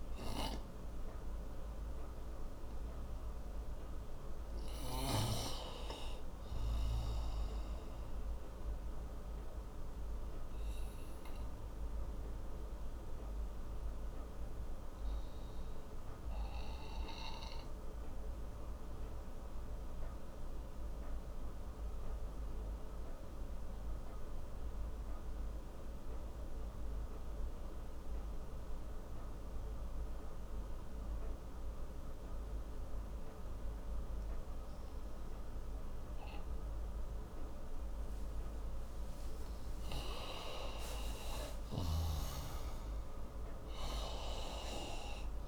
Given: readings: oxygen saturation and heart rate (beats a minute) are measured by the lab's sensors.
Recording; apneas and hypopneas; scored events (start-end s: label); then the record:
breathing in sleep by a room microphone; 1
2.00-21.00 s: oxygen desaturation (device-marked, oxygen 95% before, 91% lowest)
8.50-38.00 s: obstructive apnea (oxygen 98% before, 91% lowest)
40.00-44.50 s: arousal
41.50-45.48 s: snoring (device-marked)
From the record:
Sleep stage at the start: N2 (light sleep); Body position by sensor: on the right side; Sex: male